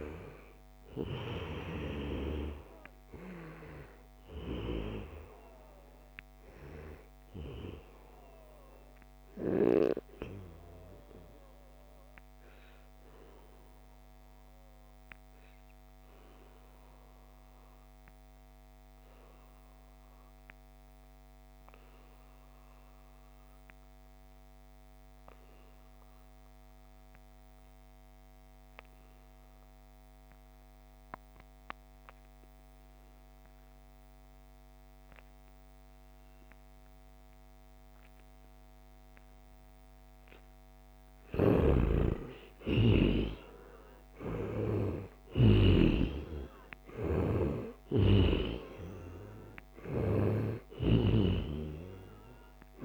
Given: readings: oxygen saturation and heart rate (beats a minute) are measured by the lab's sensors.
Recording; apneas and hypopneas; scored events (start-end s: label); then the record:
breathing in sleep by a microphone on the trachea; 1
0.00-20.00 s: oxygen desaturation (device-marked, oxygen 87% lowest, heart rate 68 extreme)
11.00-41.00 s: obstructive apnea (oxygen 97% before, 87% lowest, heart rate 75 before, 68 extreme, up 6 after)
38.00-52.85 s: oxygen desaturation (device-marked, oxygen 97% before, 88% lowest, heart rate 71 before, 69 extreme)
42.50-46.00 s: arousal
From the record:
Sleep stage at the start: REM sleep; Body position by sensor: on the back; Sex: male